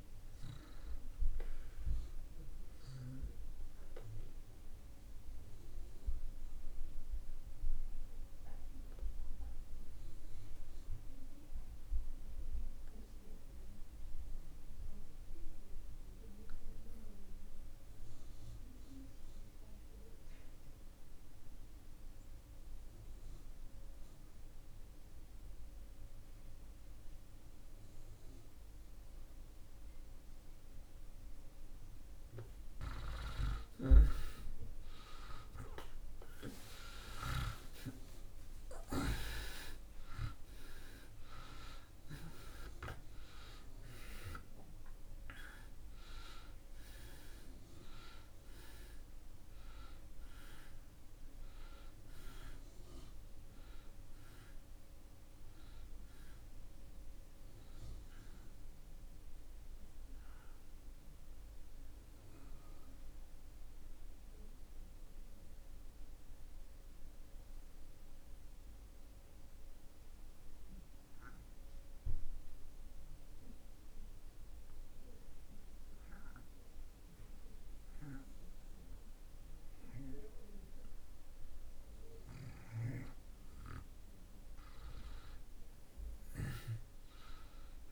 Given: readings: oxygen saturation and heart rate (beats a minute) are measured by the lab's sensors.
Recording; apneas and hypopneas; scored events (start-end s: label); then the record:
breathing in sleep by a room microphone; 2
3.00-31.50 s: obstructive apnea (oxygen 94% before, 66% lowest)
7.50-21.50 s: oxygen desaturation (device-marked, oxygen 94% before, 86% lowest)
23.50-75.50 s: oxygen desaturation (device-marked, oxygen 88% before, 66% lowest)
32.50-37.50 s: arousal
62.50-81.00 s: mixed apnea (oxygen 82% before, 67% lowest)
84.00-87.92 s: arousal
86.50-87.92 s: oxygen desaturation (device-marked, oxygen 98% before, 80% lowest)
From the record:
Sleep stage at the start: REM sleep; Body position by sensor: on the back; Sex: male